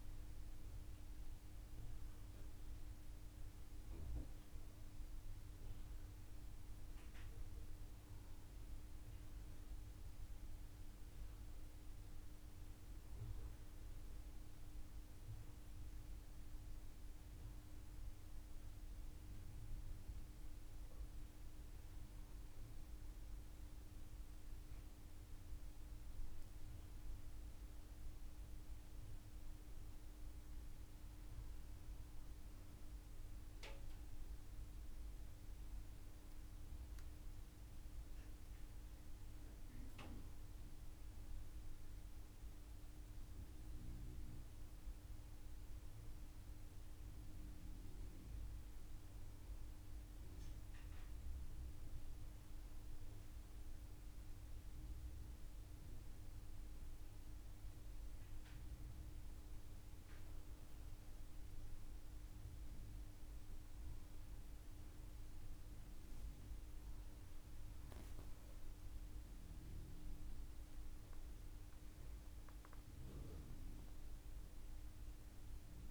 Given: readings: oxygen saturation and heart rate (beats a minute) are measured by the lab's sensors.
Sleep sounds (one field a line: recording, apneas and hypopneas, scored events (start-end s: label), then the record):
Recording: breathing in sleep, hard to hear, by a room microphone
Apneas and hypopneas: none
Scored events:
14.00-16.00 s: long interval between heartbeats (device-marked)
From the record:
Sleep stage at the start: N2 (light sleep)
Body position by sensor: on the right side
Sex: female